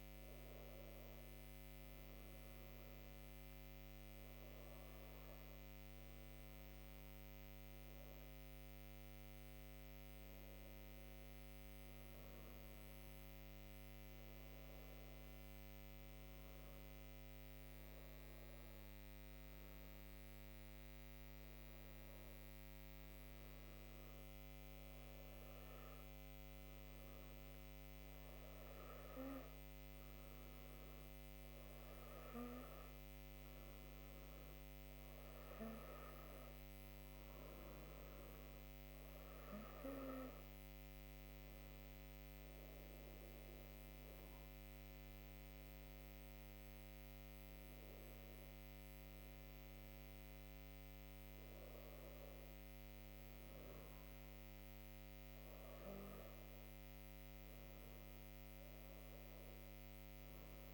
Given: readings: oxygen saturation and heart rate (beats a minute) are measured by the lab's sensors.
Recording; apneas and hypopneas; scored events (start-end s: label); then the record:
breathing in sleep, hard to hear, by a microphone on the trachea; none
none scored
From the record:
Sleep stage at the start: N2 (light sleep); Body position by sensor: on the right side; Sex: female